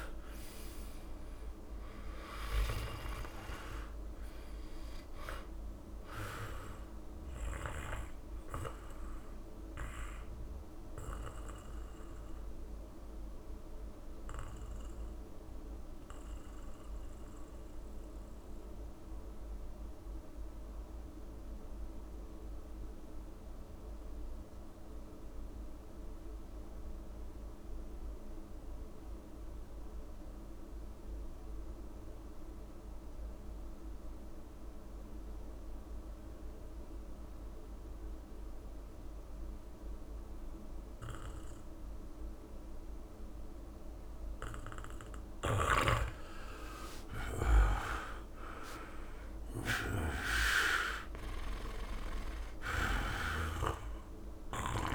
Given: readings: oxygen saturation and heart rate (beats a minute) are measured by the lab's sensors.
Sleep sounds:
breathing in sleep by a room microphone; 1
0.00-2.50 s: snoring (device-marked)
0.00-22.00 s: oxygen desaturation (device-marked, oxygen 85% lowest, heart rate 64 extreme)
1.50-3.50 s: long interval between heartbeats (device-marked, heart rate 72 before, 73 extreme)
7.00-44.50 s: mixed apnea (oxygen 99% before, 84% lowest, heart rate 74 before, 64 extreme, up 5 after)
36.00-54.95 s: oxygen desaturation (device-marked, oxygen 99% before, 84% lowest, heart rate 67 before, 65 extreme)
46.50-50.50 s: arousal
47.50-49.50 s: long interval between heartbeats (device-marked, heart rate 66 before, 66 extreme)
From the record:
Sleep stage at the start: N2 (light sleep); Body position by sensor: on the back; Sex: male

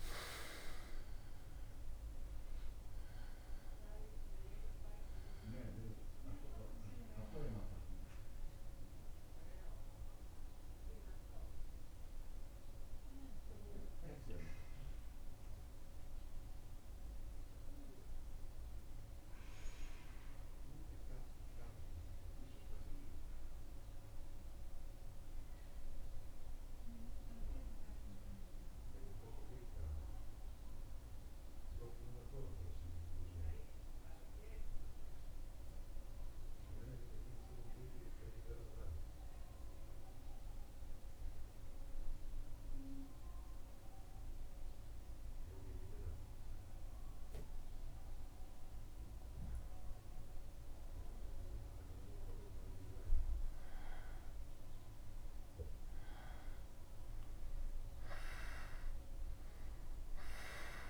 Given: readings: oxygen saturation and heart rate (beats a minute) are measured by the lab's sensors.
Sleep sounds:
breathing in sleep by a room microphone; 1
12.50-48.50 s: central apnea (oxygen 95% before, 91% lowest, heart rate 77 before, 74 extreme, up 1 after)
50.50-54.00 s: arousal
From the record:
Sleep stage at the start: N2 (light sleep); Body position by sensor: on the back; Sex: male

